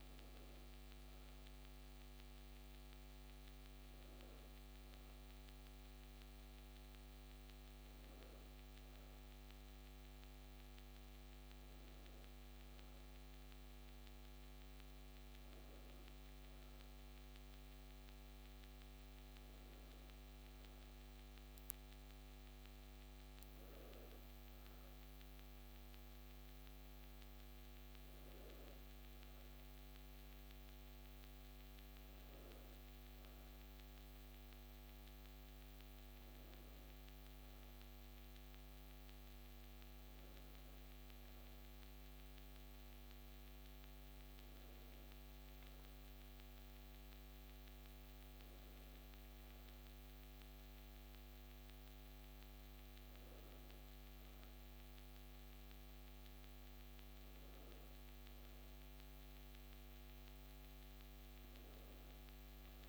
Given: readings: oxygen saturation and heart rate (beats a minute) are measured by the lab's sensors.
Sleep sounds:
breathing in sleep, hard to hear, by a microphone on the trachea; none
none scored
From the record:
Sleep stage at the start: N2 (light sleep); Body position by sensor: on the back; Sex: female

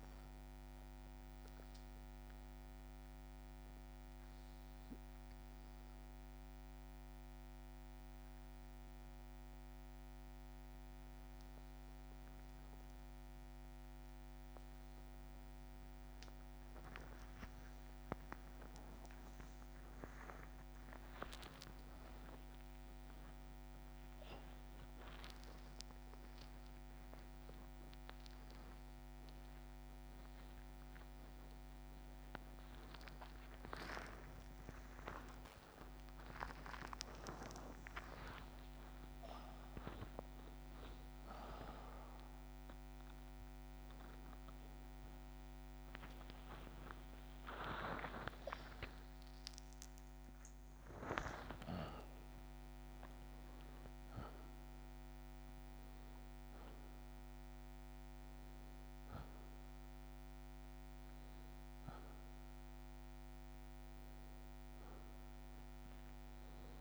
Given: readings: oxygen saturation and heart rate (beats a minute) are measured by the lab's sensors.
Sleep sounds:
a person awake in a sleep study, by a microphone on the trachea; none
15.00-19.00 s: tachycardia (device-marked, heart rate 69 before, 104 extreme)
16.50-18.50 s: long interval between heartbeats (device-marked, heart rate 86 before, 90 extreme)
18.50-20.50 s: long interval between heartbeats (device-marked, heart rate 84 before, 104 extreme)
43.00-45.00 s: long interval between heartbeats (device-marked, heart rate 76 before, 81 extreme)
44.00-50.00 s: tachycardia (device-marked, heart rate 70 before, 124 extreme)
48.50-50.50 s: long interval between heartbeats (device-marked, heart rate 78 before, 109 extreme)
65.00-66.81 s: long interval between heartbeats (device-marked, heart rate 87 before, 75 extreme)
From the record:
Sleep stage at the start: awake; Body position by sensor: on the back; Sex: male

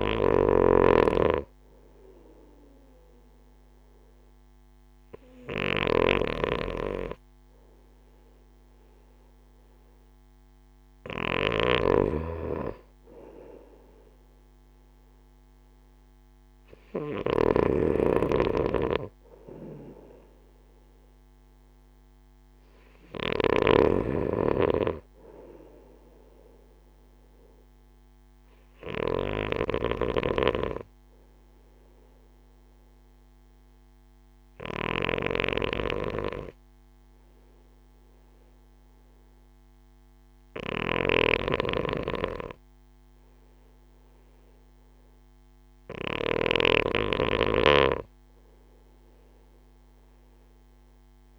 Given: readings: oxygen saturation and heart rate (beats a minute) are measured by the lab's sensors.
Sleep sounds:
breathing in sleep by a microphone on the trachea; none
0.00-17.50 s: snoring (device-marked)
23.50-51.39 s: snoring (device-marked)
From the record:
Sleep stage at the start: N2 (light sleep); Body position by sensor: on the right side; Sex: male

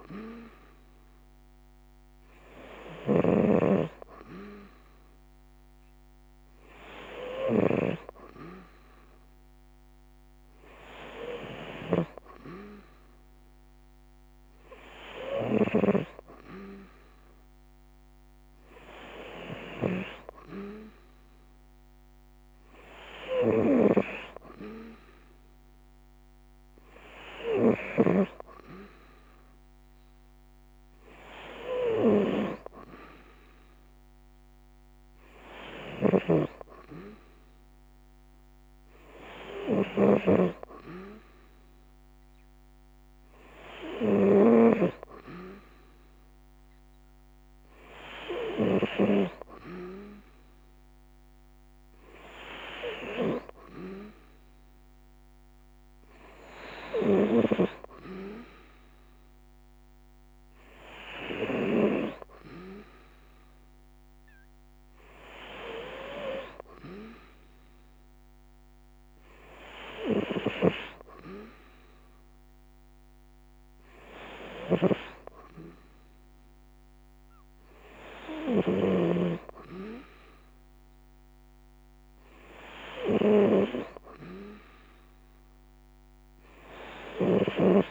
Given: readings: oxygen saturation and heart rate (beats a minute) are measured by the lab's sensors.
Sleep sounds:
breathing in sleep by a microphone on the trachea; none
0.00-48.00 s: snoring (device-marked)
56.00-61.00 s: snoring (device-marked)
69.50-87.91 s: snoring (device-marked)
From the record:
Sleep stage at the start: N2 (light sleep); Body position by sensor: on the right side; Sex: female

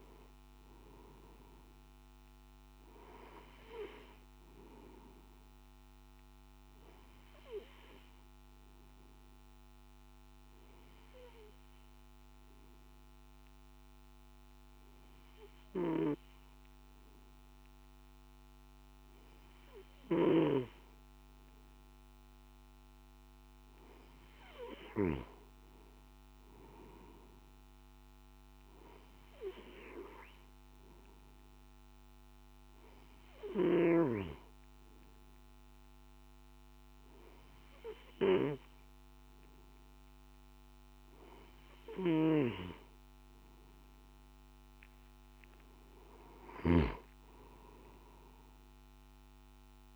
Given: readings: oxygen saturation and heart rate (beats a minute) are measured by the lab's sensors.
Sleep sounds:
breathing in sleep by a microphone on the trachea; 1
9.00-22.00 s: obstructive apnea (oxygen 96% before, 94% lowest, heart rate 54 before, 52 extreme, up 8 after)
From the record:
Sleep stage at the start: N1 (lightest sleep); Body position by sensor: on the back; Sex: male

